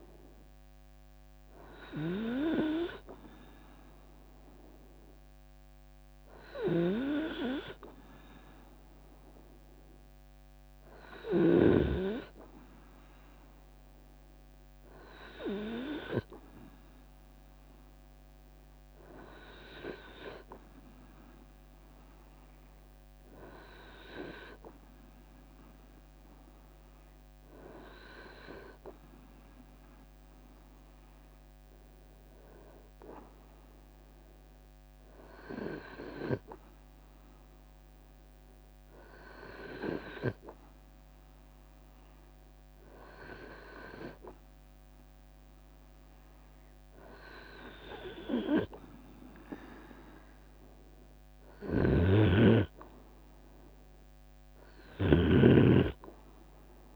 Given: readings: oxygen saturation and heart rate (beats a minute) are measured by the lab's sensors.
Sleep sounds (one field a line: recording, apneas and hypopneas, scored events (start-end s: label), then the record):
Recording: breathing in sleep by a microphone on the trachea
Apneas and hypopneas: none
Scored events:
15.50-17.50 s: long interval between heartbeats (device-marked, heart rate 75 before, 85 extreme)
50.00-56.96 s: drop in pulse transit time (device-marked, heart rate 78 before, 66 extreme)
51.00-56.96 s: snoring (device-marked)
From the record:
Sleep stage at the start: REM sleep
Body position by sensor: on the right side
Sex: male